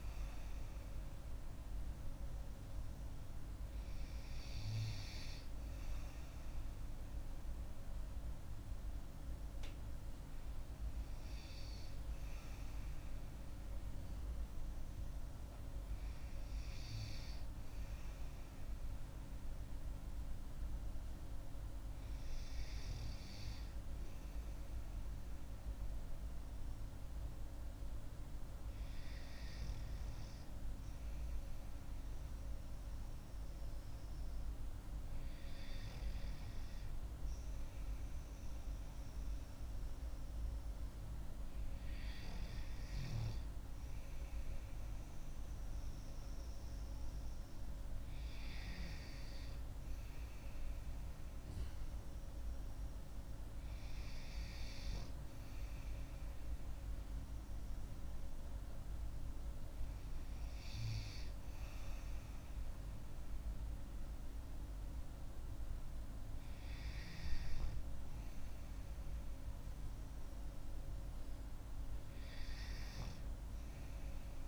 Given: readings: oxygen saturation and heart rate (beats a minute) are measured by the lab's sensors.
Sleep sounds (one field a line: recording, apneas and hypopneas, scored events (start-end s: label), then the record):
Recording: breathing in sleep, hard to hear, by a room microphone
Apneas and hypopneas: 1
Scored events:
27.50-42.00 s: hypopnea (oxygen 96% before, 94% lowest)
43.50-48.00 s: arousal
From the record:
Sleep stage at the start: N2 (light sleep)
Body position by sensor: on the back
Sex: female